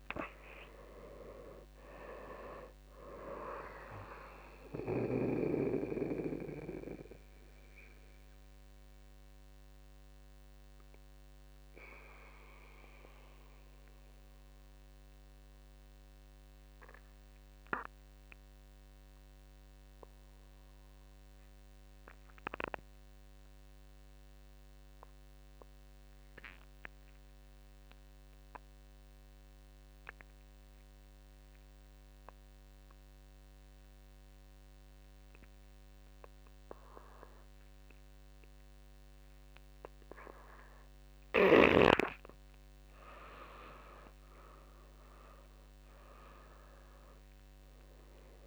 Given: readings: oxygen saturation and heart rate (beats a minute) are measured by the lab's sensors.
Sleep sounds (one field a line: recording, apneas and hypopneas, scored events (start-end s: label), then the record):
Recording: breathing in sleep by a microphone on the trachea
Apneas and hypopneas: 1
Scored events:
0.00-10.50 s: drop in pulse transit time (device-marked, heart rate 46 extreme)
0.00-21.50 s: oxygen desaturation (device-marked, oxygen 84% lowest, heart rate 45 extreme)
4.50-40.00 s: mixed apnea (oxygen 99% before, 84% lowest, heart rate 60 before, 45 extreme, up 20 after)
32.50-48.47 s: oxygen desaturation (device-marked, oxygen 98% before, 84% lowest, heart rate 49 before, 49 extreme)
43.00-47.00 s: arousal
From the record:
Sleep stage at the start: N2 (light sleep)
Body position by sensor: on the back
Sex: male